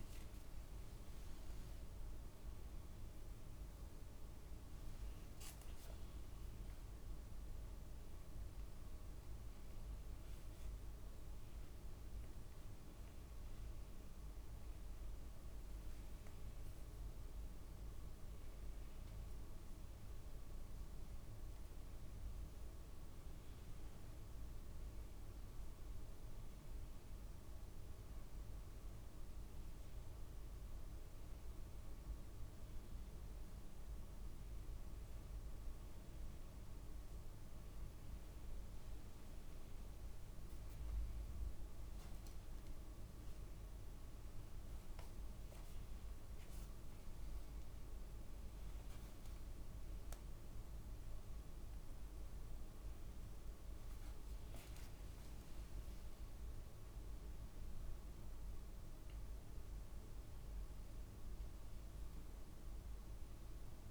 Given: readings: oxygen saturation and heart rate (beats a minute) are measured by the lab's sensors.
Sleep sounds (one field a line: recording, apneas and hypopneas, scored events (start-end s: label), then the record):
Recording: breathing in sleep, hard to hear, by a room microphone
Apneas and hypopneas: none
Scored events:
43.50-47.50 s: arousal
From the record:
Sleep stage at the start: N2 (light sleep)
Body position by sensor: on the back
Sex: male